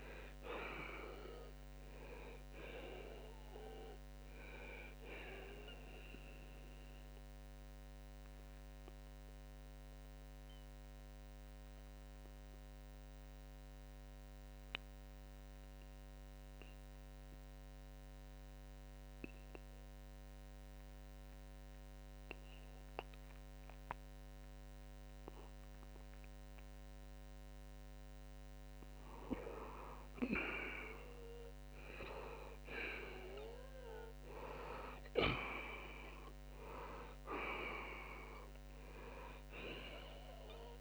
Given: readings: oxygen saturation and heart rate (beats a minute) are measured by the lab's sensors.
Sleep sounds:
breathing in sleep by a microphone on the trachea; 1
6.50-28.00 s: obstructive apnea (oxygen 94% before, 84% lowest, heart rate 98 before, 60 extreme, up 49 after)
13.50-34.50 s: oxygen desaturation (device-marked, oxygen 92% before, 84% lowest, heart rate 98 before, 64 extreme)
35.00-39.50 s: arousal
From the record:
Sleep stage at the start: N2 (light sleep); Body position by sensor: on the back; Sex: male

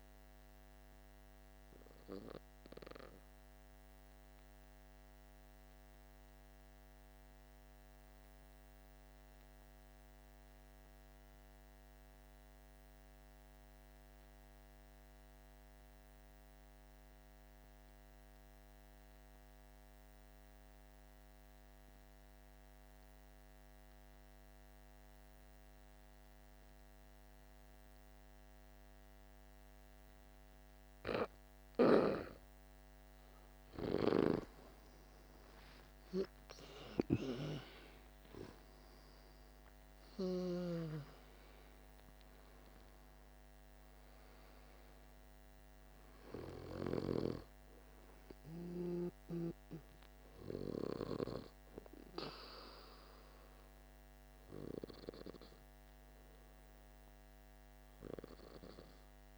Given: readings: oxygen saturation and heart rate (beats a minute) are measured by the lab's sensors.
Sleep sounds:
breathing in sleep by a microphone on the trachea; 1
0.00-8.50 s: oxygen desaturation (device-marked, oxygen 84% lowest, heart rate 48 extreme)
3.00-31.00 s: mixed apnea (oxygen 96% before, 82% lowest, heart rate 56 before, 48 extreme, up 15 after)
25.50-59.38 s: oxygen desaturation (device-marked, oxygen 99% before, 82% lowest, heart rate 49 before, 48 extreme)
33.50-37.00 s: arousal
From the record:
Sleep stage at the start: N2 (light sleep); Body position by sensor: on the back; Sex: male

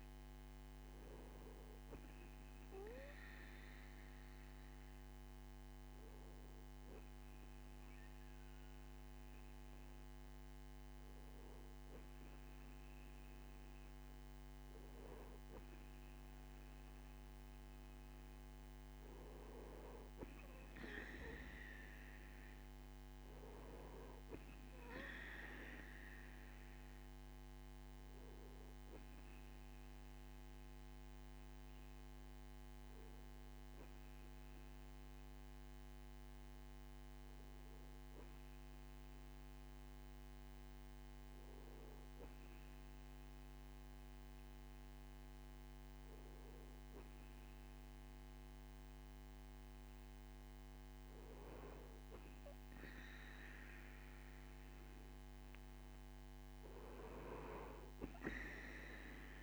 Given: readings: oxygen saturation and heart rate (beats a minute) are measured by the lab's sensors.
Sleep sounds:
breathing in sleep by a microphone on the trachea; 1
30.00-41.50 s: hypopnea (oxygen 97% before, 95% lowest, heart rate 66 before, 64 extreme, up 4 after)
44.00-46.50 s: arousal
From the record:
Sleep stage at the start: N2 (light sleep); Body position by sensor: on the right side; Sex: male

